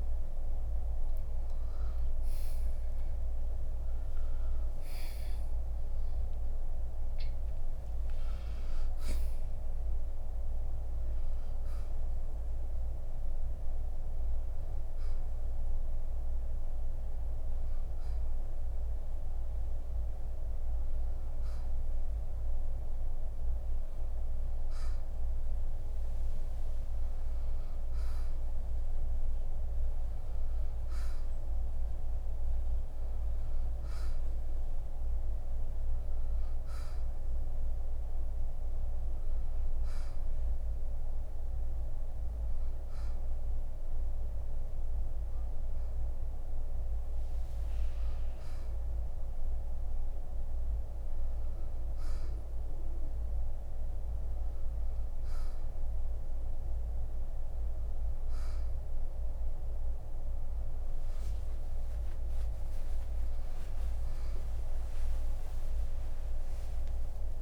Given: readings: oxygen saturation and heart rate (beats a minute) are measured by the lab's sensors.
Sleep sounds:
breathing in sleep, hard to hear, by a room microphone; none
7.50-11.50 s: arousal
From the record:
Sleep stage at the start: N2 (light sleep); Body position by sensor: on the right side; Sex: male

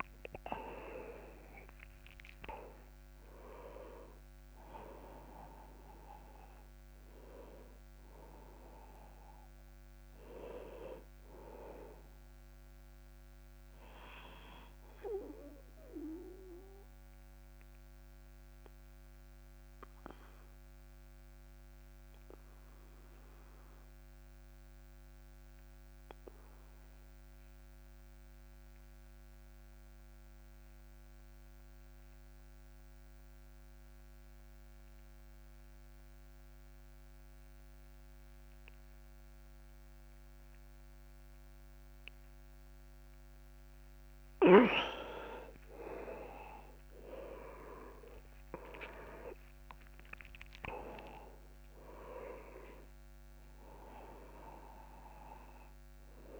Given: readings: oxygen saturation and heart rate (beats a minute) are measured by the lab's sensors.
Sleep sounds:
breathing in sleep by a microphone on the trachea; 1
0.00-1.00 s: arousal
0.50-21.50 s: oxygen desaturation (device-marked, oxygen 97% before, 91% lowest)
15.00-44.50 s: obstructive apnea (oxygen 98% before, 89% lowest, heart rate 58 before, 28 extreme, up 28 after)
41.50-56.40 s: oxygen desaturation (device-marked, oxygen 99% before, 89% lowest)
46.50-50.00 s: arousal
From the record:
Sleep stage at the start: N2 (light sleep); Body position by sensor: on the back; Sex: male

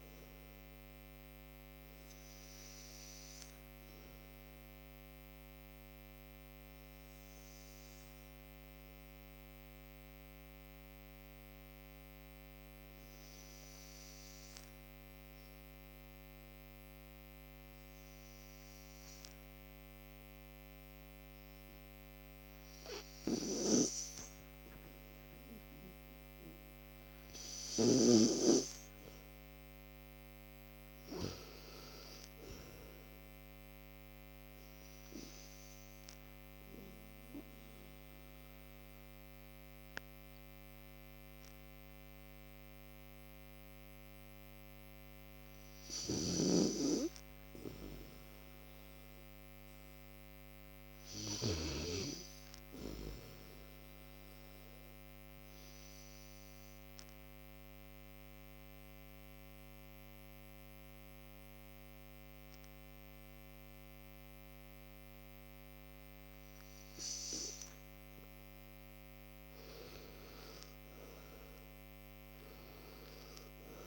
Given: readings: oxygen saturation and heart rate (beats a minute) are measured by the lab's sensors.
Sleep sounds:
breathing in sleep by a microphone on the trachea; 3
2.00-16.00 s: oxygen desaturation (device-marked, oxygen 98% before, 89% lowest, heart rate 61 before, 57 extreme)
2.00-25.00 s: obstructive apnea (oxygen 98% before, 86% lowest, heart rate 61 before, 57 extreme, up 12 after)
27.50-30.00 s: arousal
28.00-49.00 s: oxygen desaturation (device-marked, oxygen 96% before, 86% lowest, heart rate 63 before, 58 extreme)
35.00-47.50 s: obstructive apnea (oxygen 96% before, 86% lowest, heart rate 68 before, 58 extreme, up 4 after)
49.50-52.50 s: arousal
56.00-68.50 s: obstructive apnea (oxygen 94% before, 87% lowest, heart rate 61 before, 55 extreme, up 23 after)
57.00-71.00 s: oxygen desaturation (device-marked, oxygen 94% before, 90% lowest, heart rate 60 before, 55 extreme)
71.50-73.87 s: arousal
From the record:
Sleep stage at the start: N2 (light sleep); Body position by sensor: on the right side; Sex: male

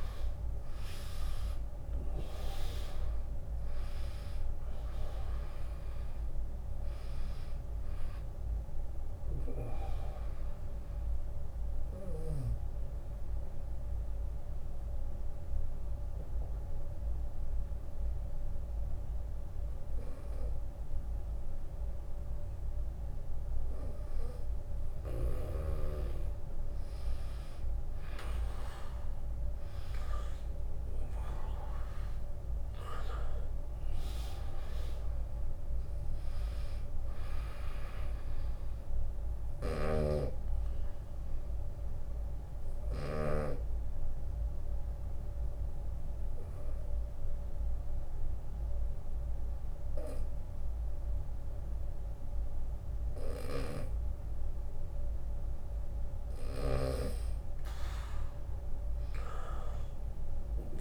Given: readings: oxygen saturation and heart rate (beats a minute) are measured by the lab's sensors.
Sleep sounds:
breathing in sleep by a room microphone; 2
0.00-9.00 s: drop in pulse transit time (device-marked, heart rate 73 extreme)
0.00-24.00 s: oxygen desaturation (device-marked, oxygen 99% before, 93% lowest, heart rate 75 before, 73 extreme)
11.00-24.00 s: obstructive apnea (oxygen 99% before, 93% lowest, heart rate 78 before, 73 extreme, up 11 after)
23.00-25.00 s: long interval between heartbeats (device-marked, heart rate 81 before, 76 extreme)
27.00-31.50 s: arousal
36.00-52.00 s: oxygen desaturation (device-marked, oxygen 99% before, 95% lowest, heart rate 81 before, 70 extreme)
38.50-42.50 s: snoring (device-marked)
40.00-55.00 s: obstructive apnea (oxygen 99% before, 93% lowest, heart rate 80 before, 70 extreme, up 10 after)
From the record:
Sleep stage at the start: N2 (light sleep); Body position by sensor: on the right side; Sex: male

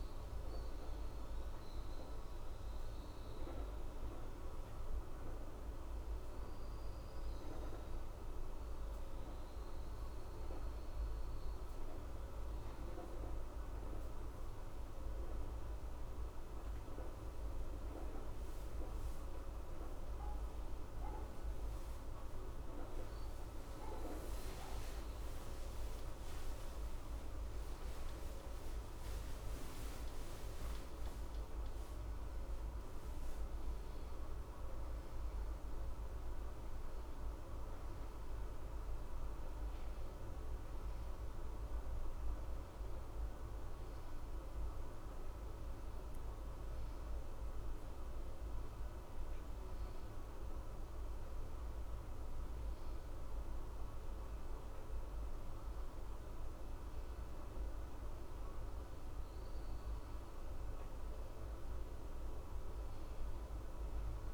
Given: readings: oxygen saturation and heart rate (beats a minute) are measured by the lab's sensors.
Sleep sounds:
breathing in sleep, hard to hear, by a room microphone; 1
0.00-3.50 s: arousal
13.00-25.50 s: hypopnea (oxygen 94% before, 93% lowest, heart rate 59 before, 60 extreme, up 0 after)
24.00-64.34 s: new sleep stage, N2 (light sleep)
28.00-32.50 s: arousal
From the record:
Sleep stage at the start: N1 (lightest sleep); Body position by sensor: on the left side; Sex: male

